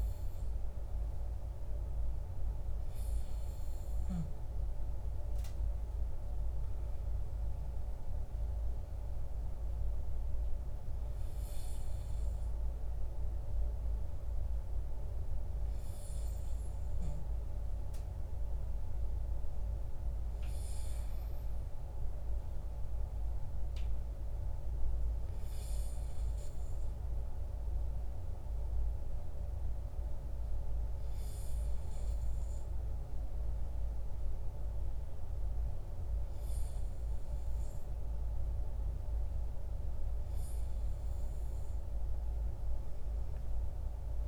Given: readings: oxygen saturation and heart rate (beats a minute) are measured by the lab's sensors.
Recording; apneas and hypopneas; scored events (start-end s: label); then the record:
breathing in sleep, hard to hear, by a room microphone; none
none scored
From the record:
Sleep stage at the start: N2 (light sleep); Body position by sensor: on the back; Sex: male